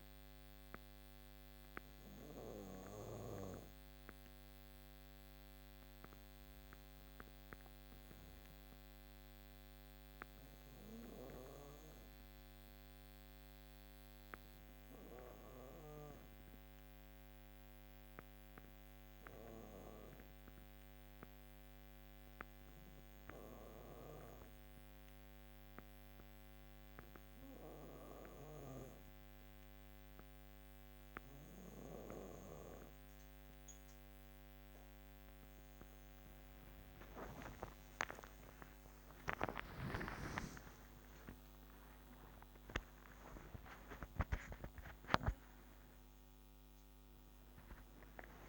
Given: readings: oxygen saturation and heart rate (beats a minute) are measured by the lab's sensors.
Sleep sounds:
breathing in sleep by a microphone on the trachea; none
16.50-18.50 s: bradycardia (device-marked, heart rate 60 before, 60 extreme)
37.00-39.00 s: long interval between heartbeats (device-marked, heart rate 61 before, 88 extreme)
39.00-41.00 s: long interval between heartbeats (device-marked, heart rate 64 before, 114 extreme)
40.50-48.49 s: new sleep stage, awake
From the record:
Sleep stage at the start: N2 (light sleep); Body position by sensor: on the back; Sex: female

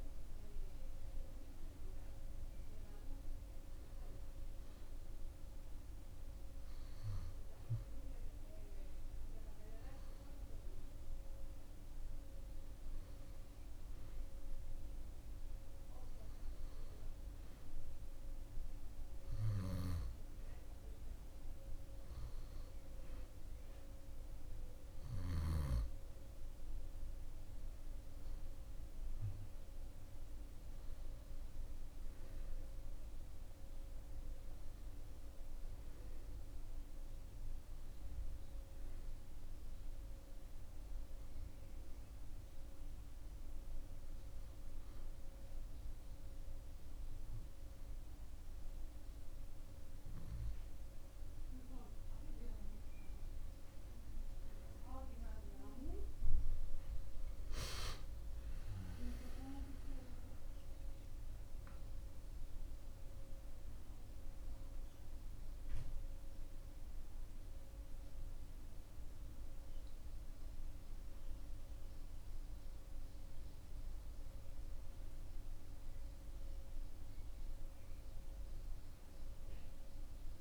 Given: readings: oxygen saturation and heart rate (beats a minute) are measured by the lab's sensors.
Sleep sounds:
breathing in sleep, hard to hear, by a room microphone; 2
2.00-14.00 s: hypopnea (oxygen 95% before, 92% lowest, heart rate 93 before, 60 extreme, up 17 after)
16.50-19.50 s: arousal
43.50-53.50 s: obstructive apnea (oxygen 95% before, 91% lowest, heart rate 74 before, 83 extreme, up 13 after)
58.00-63.00 s: arousal
66.00-80.41 s: oxygen desaturation (device-marked, oxygen 95% before, 91% lowest, heart rate 87 before, 65 extreme)
From the record:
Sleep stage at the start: N2 (light sleep); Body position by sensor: on the back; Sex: male

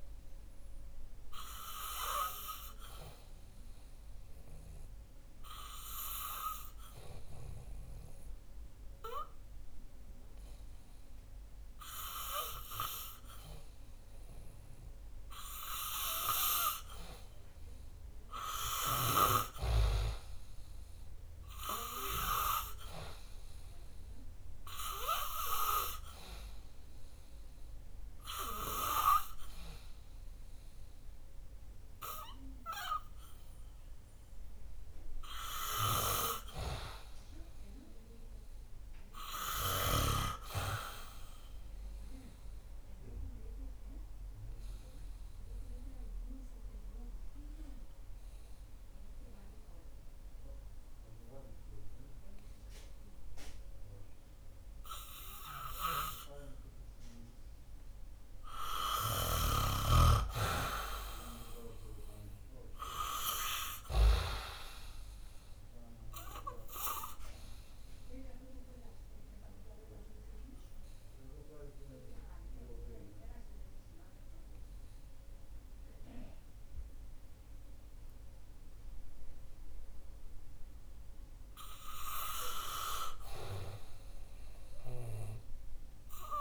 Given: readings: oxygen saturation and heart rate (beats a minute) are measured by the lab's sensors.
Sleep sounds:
breathing in sleep by a room microphone; 4
5.50-16.50 s: hypopnea (oxygen 96% before, 89% lowest, heart rate 67 before, 67 extreme, up 6 after)
17.50-20.00 s: arousal
23.00-35.50 s: hypopnea (oxygen 95% before, 89% lowest, heart rate 69 before, 66 extreme, up 1 after)
23.50-43.50 s: oxygen desaturation (device-marked, oxygen 94% before, 89% lowest, heart rate 69 before, 66 extreme)
36.50-40.50 s: arousal
46.00-58.50 s: obstructive apnea (oxygen 94% before, 88% lowest, heart rate 68 before, 59 extreme, up 9 after)
60.50-63.50 s: arousal
64.50-74.50 s: oxygen desaturation (device-marked, oxygen 95% before, 91% lowest, heart rate 69 before, 59 extreme)
69.50-80.50 s: obstructive apnea (oxygen 95% before, 88% lowest, heart rate 70 before, 59 extreme, up 12 after)
76.50-86.41 s: oxygen desaturation (device-marked, oxygen 92% before, 89% lowest, heart rate 69 before, 63 extreme)
82.00-84.50 s: arousal
From the record:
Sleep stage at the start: N2 (light sleep); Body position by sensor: on the back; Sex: male

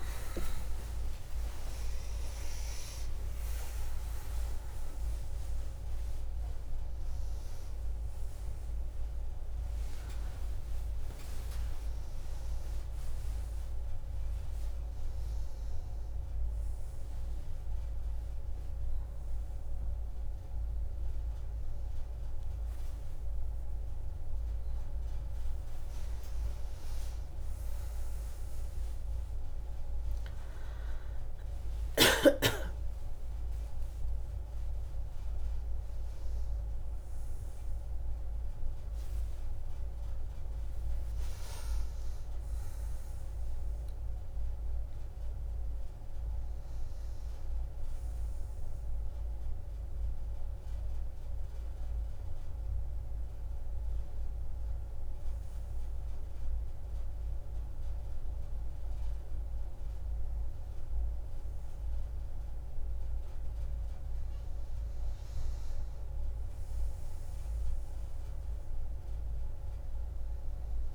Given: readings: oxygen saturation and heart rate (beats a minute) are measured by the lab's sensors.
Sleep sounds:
a person awake in a sleep study, hard to hear, by a room microphone; none
61.50-70.95 s: new sleep stage, N1 (lightest sleep)
65.50-70.95 s: oxygen desaturation (device-marked, oxygen 97% before, 93% lowest)
From the record:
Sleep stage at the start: awake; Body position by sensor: on the back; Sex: female

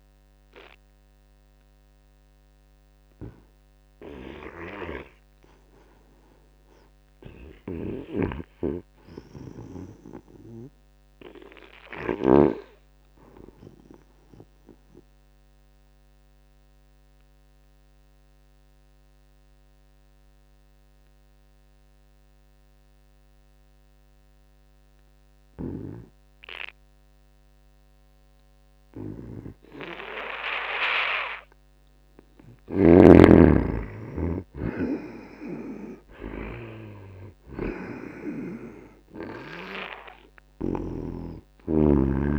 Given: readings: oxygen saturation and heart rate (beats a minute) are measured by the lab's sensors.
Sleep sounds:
breathing in sleep by a microphone on the trachea; 1
0.00-13.50 s: oxygen desaturation (device-marked, oxygen 85% lowest, heart rate 69 extreme)
7.50-12.50 s: snoring (device-marked)
15.00-32.00 s: obstructive apnea (oxygen 91% before, 84% lowest, heart rate 84 before, 72 extreme, up 6 after)
25.50-33.00 s: snoring (device-marked)
30.50-42.39 s: oxygen desaturation (device-marked, oxygen 96% before, 84% lowest, heart rate 79 before, 71 extreme)
33.00-37.50 s: arousal
From the record:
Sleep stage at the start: N2 (light sleep); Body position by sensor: on the back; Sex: male

